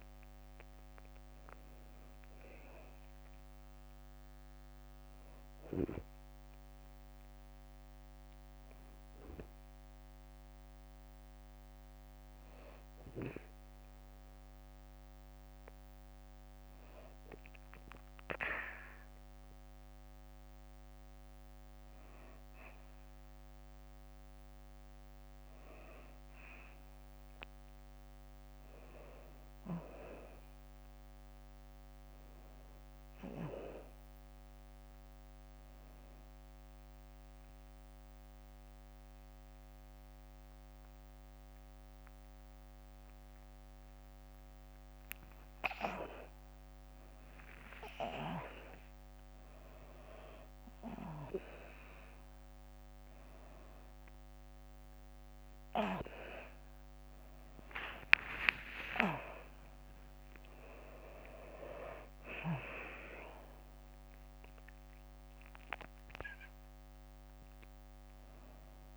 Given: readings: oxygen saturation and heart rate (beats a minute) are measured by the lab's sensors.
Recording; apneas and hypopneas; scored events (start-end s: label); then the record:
a person awake in a sleep study, by a microphone on the trachea; 1
0.00-12.50 s: drop in pulse transit time (device-marked, heart rate 64 extreme)
0.50-4.00 s: arousal
10.00-20.50 s: hypopnea (oxygen 96% before, 93% lowest, heart rate 67 before, 62 extreme, up 4 after)
12.50-68.97 s: new sleep stage, awake
28.50-44.50 s: oxygen desaturation (device-marked, oxygen 97% before, 93% lowest, heart rate 64 before, 72 extreme)
31.50 s: drop in pulse transit time (device-marked)
33.50-45.50 s: drop in pulse transit time (device-marked, heart rate 65 before, 77 extreme)
36.50-38.50 s: long interval between heartbeats (device-marked, heart rate 68 before, 88 extreme)
40.50-47.50 s: tachycardia (device-marked, heart rate 65 before, 142 extreme)
42.00-44.00 s: long interval between heartbeats (device-marked, heart rate 73 before, 91 extreme)
44.00-46.00 s: long interval between heartbeats (device-marked, heart rate 76 before, 109 extreme)
46.00-48.00 s: long interval between heartbeats (device-marked, heart rate 81 before, 133 extreme)
52.00-54.00 s: long interval between heartbeats (device-marked, heart rate 99 before, 93 extreme)
54.50-56.50 s: long interval between heartbeats (device-marked, heart rate 101 before, 98 extreme)
54.50-57.50 s: tachycardia (device-marked, heart rate 66 before, 100 extreme)
61.50-68.97 s: drop in pulse transit time (device-marked, heart rate 108 before, 64 extreme)
From the record:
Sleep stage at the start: N2 (light sleep); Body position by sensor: on the back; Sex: female